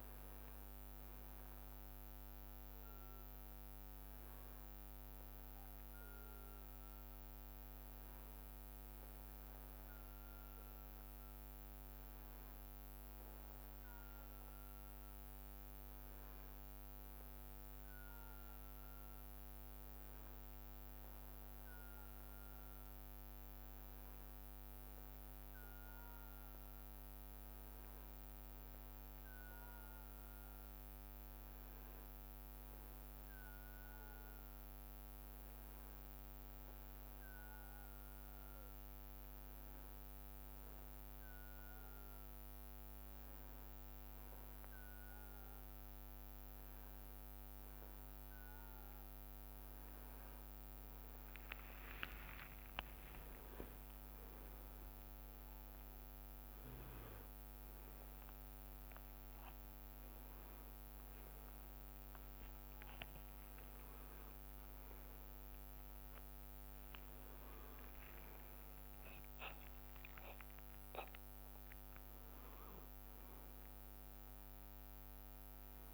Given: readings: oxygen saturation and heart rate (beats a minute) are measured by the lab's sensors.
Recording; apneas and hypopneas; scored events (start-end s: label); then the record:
a person partly awake in a sleep study, hard to hear, by a microphone on the trachea; none
33.50-34.50 s: leg movement (device-marked)
49.50-75.94 s: new sleep stage, awake
66.00-69.50 s: leg movement (device-marked)
From the record:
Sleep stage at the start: N1 (lightest sleep); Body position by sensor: on the back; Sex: male